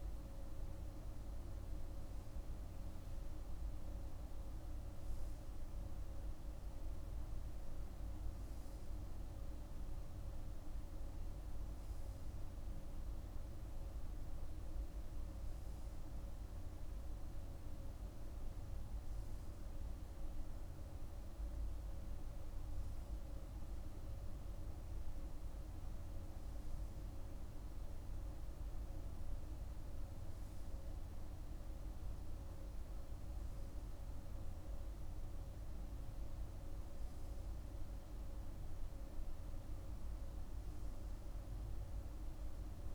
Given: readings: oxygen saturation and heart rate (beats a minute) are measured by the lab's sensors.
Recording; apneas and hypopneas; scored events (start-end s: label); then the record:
breathing in sleep, hard to hear, by a room microphone; none
none scored
From the record:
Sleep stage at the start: N3 (deep sleep); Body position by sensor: on the right side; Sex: male